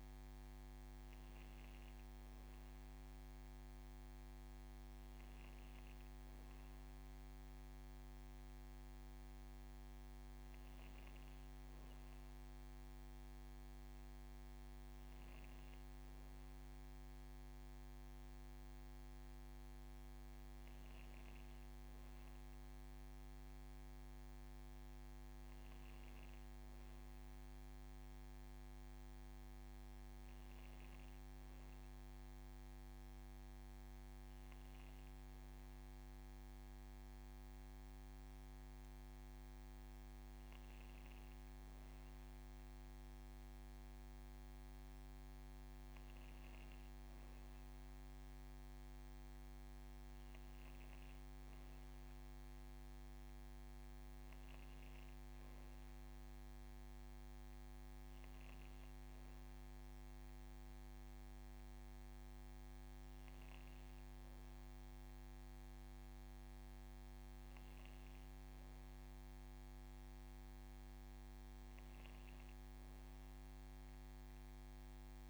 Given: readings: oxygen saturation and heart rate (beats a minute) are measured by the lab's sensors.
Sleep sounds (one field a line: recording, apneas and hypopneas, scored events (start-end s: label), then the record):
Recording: breathing in sleep, hard to hear, by a microphone on the trachea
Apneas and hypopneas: none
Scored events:
none scored
From the record:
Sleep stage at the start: N1 (lightest sleep)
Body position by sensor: on the back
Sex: female